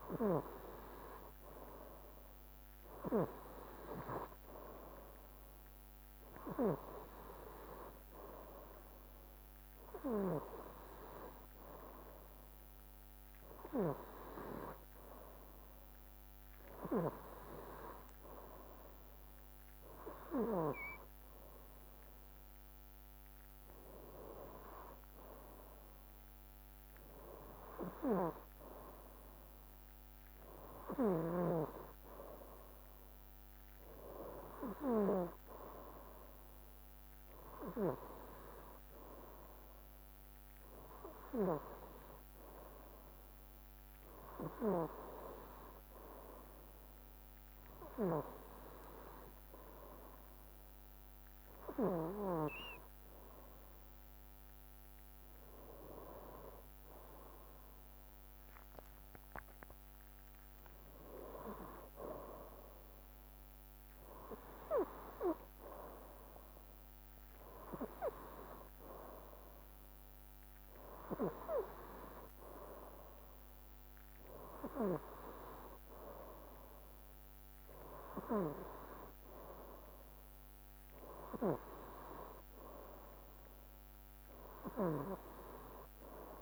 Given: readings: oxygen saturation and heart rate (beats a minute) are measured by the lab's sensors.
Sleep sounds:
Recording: breathing in sleep by a microphone on the trachea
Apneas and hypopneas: none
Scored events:
54.50-58.50 s: arousal
From the record:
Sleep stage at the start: N2 (light sleep)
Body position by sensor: on the right side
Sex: male

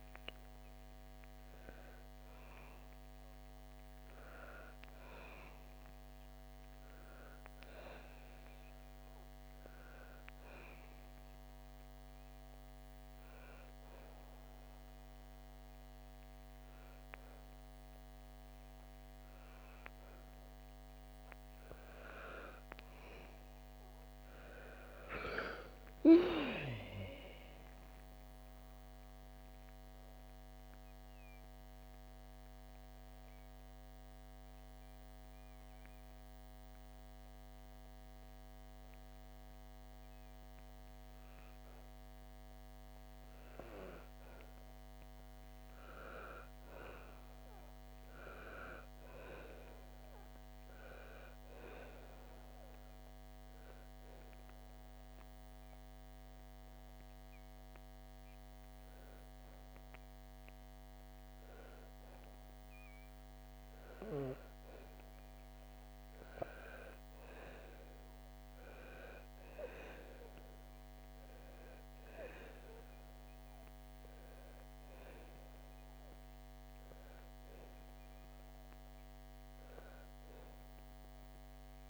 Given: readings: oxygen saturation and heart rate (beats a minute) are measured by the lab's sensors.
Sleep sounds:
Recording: breathing in sleep by a microphone on the trachea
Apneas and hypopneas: 3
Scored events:
0.00-2.00 s: arousal
10.50-20.50 s: obstructive apnea (oxygen 95% before, 89% lowest, heart rate 72 before, 58 extreme, up 12 after)
22.50-26.50 s: arousal
28.50-46.50 s: oxygen desaturation (device-marked, oxygen 95% before, 89% lowest, heart rate 72 before, 58 extreme)
29.00-44.50 s: obstructive apnea (oxygen 95% before, 89% lowest, heart rate 72 before, 58 extreme, up 13 after)
47.00-50.00 s: arousal
51.50-59.50 s: oxygen desaturation (device-marked, oxygen 97% before, 91% lowest, heart rate 65 before, 66 extreme)
52.50-65.00 s: obstructive apnea (oxygen 97% before, 91% lowest, heart rate 65 before, 66 extreme, up 4 after)
67.00-71.00 s: arousal
69.50-81.90 s: oxygen desaturation (device-marked, oxygen 97% before, 91% lowest, heart rate 69 before, 67 extreme)
From the record:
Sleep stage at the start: N1 (lightest sleep)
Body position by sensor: on the back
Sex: female

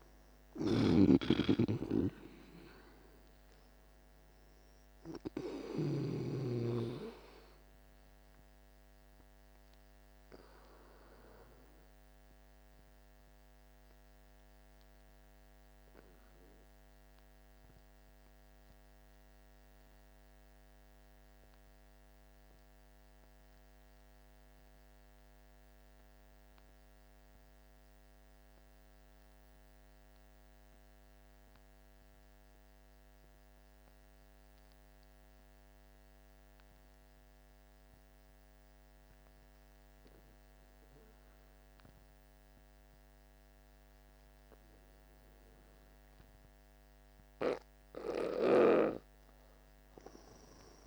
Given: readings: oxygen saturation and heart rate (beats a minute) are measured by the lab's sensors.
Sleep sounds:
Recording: breathing in sleep by a microphone on the trachea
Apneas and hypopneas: 1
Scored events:
0.50-6.00 s: snoring (device-marked)
2.50-23.50 s: oxygen desaturation (device-marked, oxygen 96% before, 86% lowest, heart rate 54 before, 49 extreme)
7.00-46.50 s: obstructive apnea (oxygen 99% before, 84% lowest, heart rate 56 before, 49 extreme, up 8 after)
39.50-50.87 s: oxygen desaturation (device-marked, oxygen 98% before, 84% lowest, heart rate 50 before, 50 extreme)
48.50-50.87 s: arousal
From the record:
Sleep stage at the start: N2 (light sleep)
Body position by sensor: on the back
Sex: male

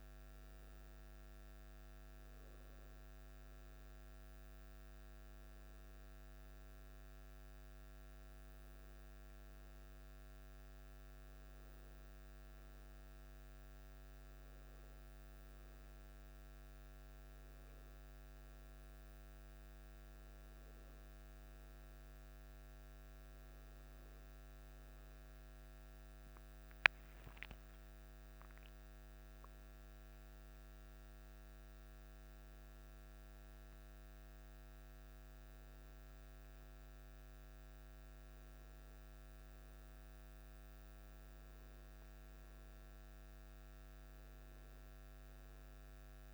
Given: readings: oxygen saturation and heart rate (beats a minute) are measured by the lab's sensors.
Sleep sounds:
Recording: breathing in sleep, hard to hear, by a microphone on the trachea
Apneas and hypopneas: none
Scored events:
none scored
From the record:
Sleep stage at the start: N1 (lightest sleep)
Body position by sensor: on the back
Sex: male

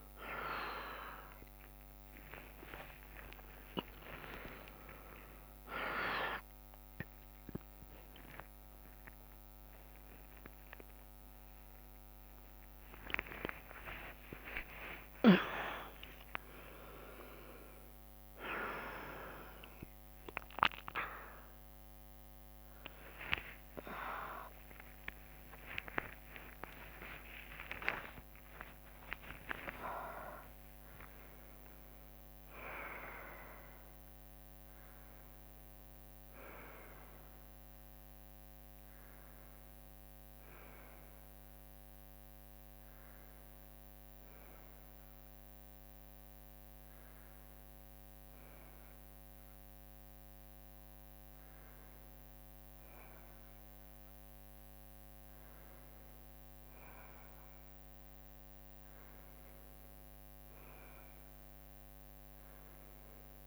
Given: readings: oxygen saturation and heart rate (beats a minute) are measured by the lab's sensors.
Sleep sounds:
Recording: a person partly awake in a sleep study, by a microphone on the trachea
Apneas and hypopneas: none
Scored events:
0.00-12.50 s: oxygen desaturation (device-marked, oxygen 92% lowest, heart rate 63 extreme)
1.50-16.50 s: drop in pulse transit time (device-marked, heart rate 62 before, 70 extreme)
3.50-5.50 s: long interval between heartbeats (device-marked, heart rate 63 before, 79 extreme)
3.50-33.50 s: new sleep stage, awake
13.00-15.00 s: long interval between heartbeats (device-marked, heart rate 74 before, 97 extreme)
21.50-27.50 s: drop in pulse transit time (device-marked, heart rate 86 before, 84 extreme)
23.00-25.00 s: long interval between heartbeats (device-marked, heart rate 87 before, 86 extreme)
23.50-25.50 s: tachycardia (device-marked, heart rate 63 before, 87 extreme)
26.00-28.00 s: long interval between heartbeats (device-marked, heart rate 89 before, 94 extreme)
33.50-40.50 s: oxygen desaturation (device-marked, oxygen 97% before, 94% lowest, heart rate 90 before, 62 extreme)
33.50-63.47 s: new sleep stage, N1 (lightest sleep)
45.50-60.50 s: drop in pulse transit time (device-marked, heart rate 74 before, 62 extreme)
59.50-63.47 s: oxygen desaturation (device-marked, oxygen 96% before, 91% lowest, heart rate 63 before, 61 extreme)
From the record:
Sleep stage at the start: N2 (light sleep)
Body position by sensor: on the right side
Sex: female

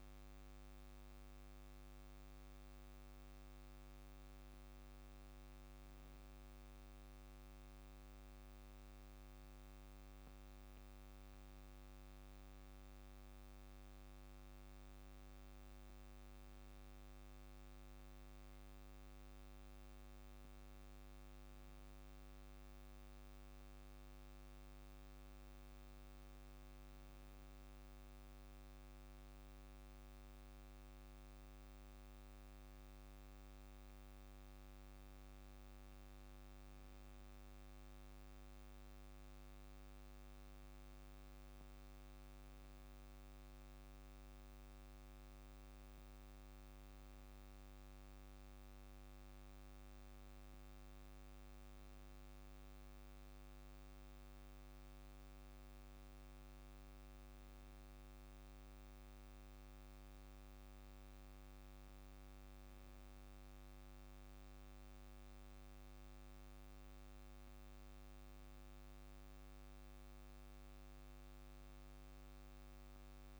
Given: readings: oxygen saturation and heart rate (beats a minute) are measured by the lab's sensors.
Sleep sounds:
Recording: breathing in sleep, hard to hear, by a microphone on the trachea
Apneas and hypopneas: none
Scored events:
1.50-3.50 s: long interval between heartbeats (device-marked, heart rate 47 before, 52 extreme)
8.50-10.50 s: long interval between heartbeats (device-marked, heart rate 46 before, 26 extreme)
14.00-16.00 s: long interval between heartbeats (device-marked, heart rate 41 before, 35 extreme)
21.00-23.00 s: long interval between heartbeats (device-marked, heart rate 36 before, 45 extreme)
37.50-39.50 s: long interval between heartbeats (device-marked, heart rate 34 before, 54 extreme)
41.00-43.00 s: long interval between heartbeats (device-marked, heart rate 37 before, 44 extreme)
50.00-52.00 s: long interval between heartbeats (device-marked, heart rate 39 before, 53 extreme)
55.50-57.50 s: long interval between heartbeats (device-marked, heart rate 46 before, 45 extreme)
65.00-67.00 s: long interval between heartbeats (device-marked, heart rate 46 before, 53 extreme)
From the record:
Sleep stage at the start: N2 (light sleep)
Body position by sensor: on the back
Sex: male

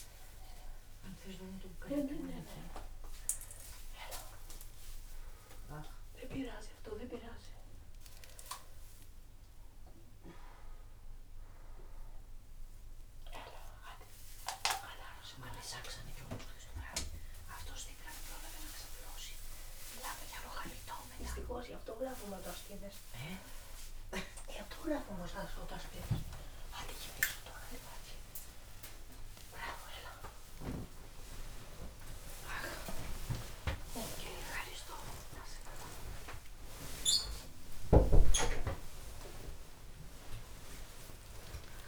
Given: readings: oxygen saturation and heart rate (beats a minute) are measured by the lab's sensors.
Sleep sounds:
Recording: a person awake in a sleep study, by a room microphone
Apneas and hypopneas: none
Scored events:
none scored
From the record:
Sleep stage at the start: awake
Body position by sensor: upright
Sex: female

